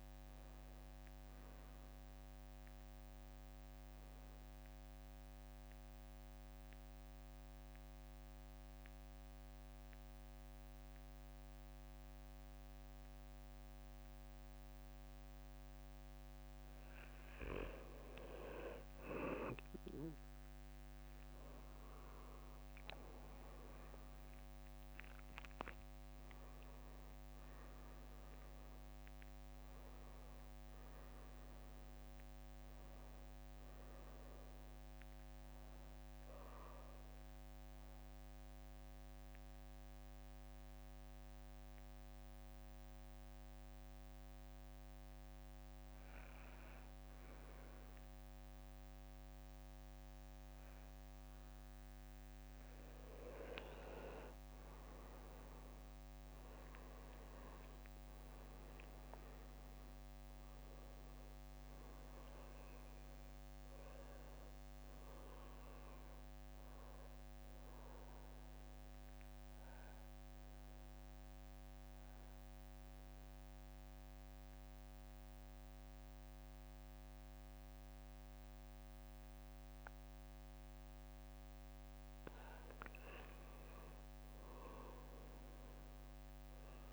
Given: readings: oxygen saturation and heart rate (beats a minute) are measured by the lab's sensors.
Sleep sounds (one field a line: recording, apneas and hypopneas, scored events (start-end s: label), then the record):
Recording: breathing in sleep by a microphone on the trachea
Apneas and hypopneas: 3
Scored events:
5.50-16.50 s: central apnea (oxygen 98% before, 92% lowest, heart rate 62 before, 57 extreme, up 10 after)
22.00-41.00 s: oxygen desaturation (device-marked, oxygen 97% before, 92% lowest, heart rate 60 before, 53 extreme)
23.00-28.00 s: arousal
39.00-52.00 s: mixed apnea (oxygen 97% before, 92% lowest, heart rate 66 before, 54 extreme, up 17 after)
55.00-61.00 s: arousal
58.00-78.00 s: oxygen desaturation (device-marked, oxygen 97% before, 92% lowest, heart rate 59 before, 55 extreme)
67.50-82.50 s: central apnea (oxygen 97% before, 92% lowest, heart rate 65 before, 55 extreme, up 12 after)
85.00-86.93 s: arousal
From the record:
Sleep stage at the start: N2 (light sleep)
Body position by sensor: on the back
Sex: male